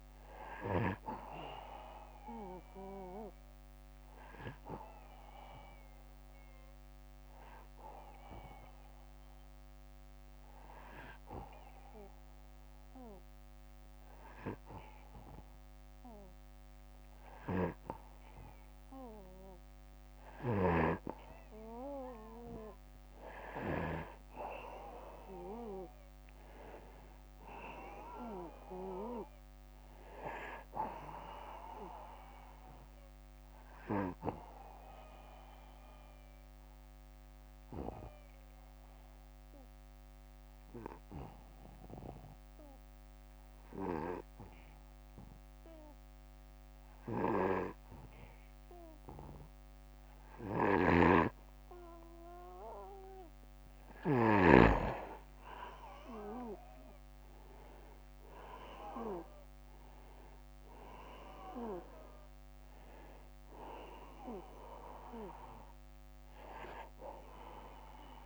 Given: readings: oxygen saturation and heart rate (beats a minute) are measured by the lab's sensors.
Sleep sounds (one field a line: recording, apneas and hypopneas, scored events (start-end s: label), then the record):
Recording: breathing in sleep by a microphone on the trachea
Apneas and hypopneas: 2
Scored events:
5.00-20.00 s: obstructive apnea (oxygen 96% before, 91% lowest, heart rate 65 before, 59 extreme, up 7 after)
16.50-23.50 s: snoring (device-marked)
24.50-28.50 s: arousal
34.50-51.50 s: obstructive apnea (oxygen 96% before, 91% lowest, heart rate 63 before, 56 extreme, up 9 after)
50.00-53.50 s: snoring (device-marked)
56.50-60.50 s: arousal
From the record:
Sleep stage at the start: N2 (light sleep)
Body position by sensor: on the back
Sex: male